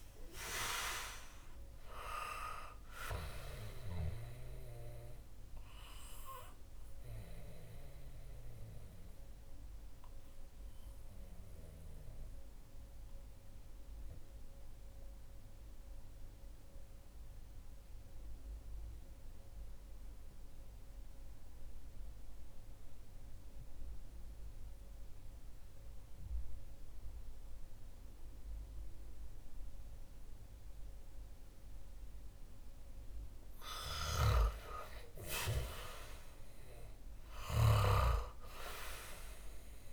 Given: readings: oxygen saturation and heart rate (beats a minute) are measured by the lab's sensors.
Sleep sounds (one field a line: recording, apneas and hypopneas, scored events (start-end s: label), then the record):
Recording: breathing in sleep by a room microphone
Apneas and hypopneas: 1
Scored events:
0.00-22.50 s: oxygen desaturation (device-marked, oxygen 91% lowest, heart rate 61 extreme)
7.50-32.00 s: obstructive apnea (oxygen 97% before, 91% lowest, heart rate 66 before, 61 extreme, up 6 after)
33.50-39.93 s: snoring (device-marked)
34.00-38.00 s: arousal
37.50-39.93 s: oxygen desaturation (device-marked, oxygen 98% before, 92% lowest, heart rate 64 before, 62 extreme)
From the record:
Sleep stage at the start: N2 (light sleep)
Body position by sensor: on the back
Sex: male